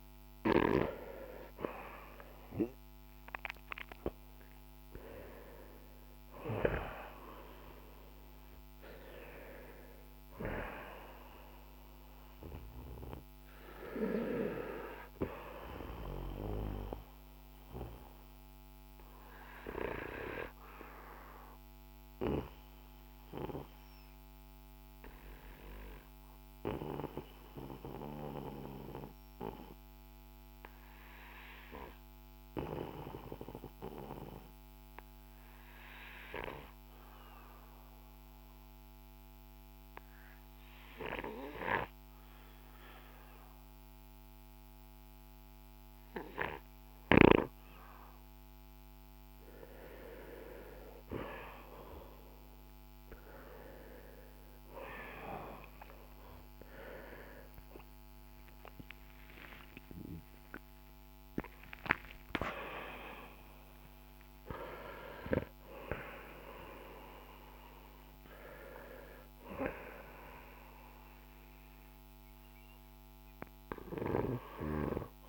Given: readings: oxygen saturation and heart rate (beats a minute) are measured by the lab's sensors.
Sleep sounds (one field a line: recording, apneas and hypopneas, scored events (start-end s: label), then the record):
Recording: breathing in sleep by a microphone on the trachea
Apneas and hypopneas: 1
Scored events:
0.00-4.50 s: arousal
17.50-49.50 s: obstructive apnea (oxygen 95% before, 90% lowest, heart rate 60 before, 48 extreme, up 28 after)
28.00-40.00 s: oxygen desaturation (device-marked, oxygen 93% before, 90% lowest, heart rate 57 before, 52 extreme)
57.50-63.50 s: arousal
70.00-74.00 s: oxygen desaturation (device-marked, oxygen 95% before, 92% lowest, heart rate 85 before, 42 extreme)
From the record:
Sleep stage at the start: N2 (light sleep)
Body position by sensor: on the back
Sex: male